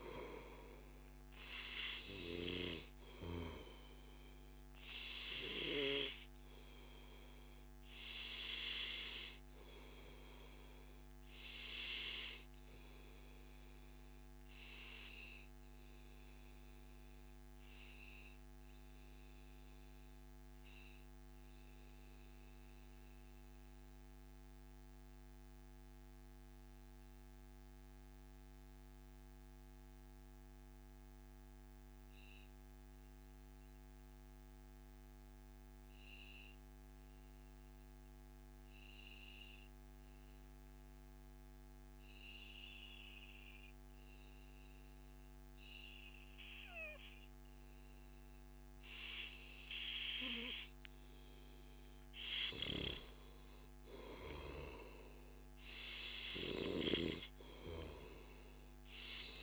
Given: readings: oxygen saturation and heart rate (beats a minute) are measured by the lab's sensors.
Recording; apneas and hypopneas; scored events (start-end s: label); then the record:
breathing in sleep by a microphone on the trachea; 1
0.00-1.50 s: long interval between heartbeats (device-marked, heart rate 99 extreme)
0.00-10.50 s: oxygen desaturation (device-marked, oxygen 92% lowest, heart rate 100 extreme)
3.50-5.50 s: long interval between heartbeats (device-marked, heart rate 105 before, 98 extreme)
16.00-50.00 s: mixed apnea (oxygen 97% before, 92% lowest, heart rate 109 before, 91 extreme)
27.00-29.00 s: long interval between heartbeats (device-marked, heart rate 111 before, 115 extreme)
49.00-51.00 s: long interval between heartbeats (device-marked, heart rate 106 before, 100 extreme)
51.00-53.00 s: long interval between heartbeats (device-marked, heart rate 105 before, 96 extreme)
53.50-57.50 s: arousal
53.50-59.43 s: oxygen desaturation (device-marked, oxygen 97% before, 93% lowest, heart rate 104 before, 79 extreme)
From the record:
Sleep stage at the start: N2 (light sleep); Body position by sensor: on the back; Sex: male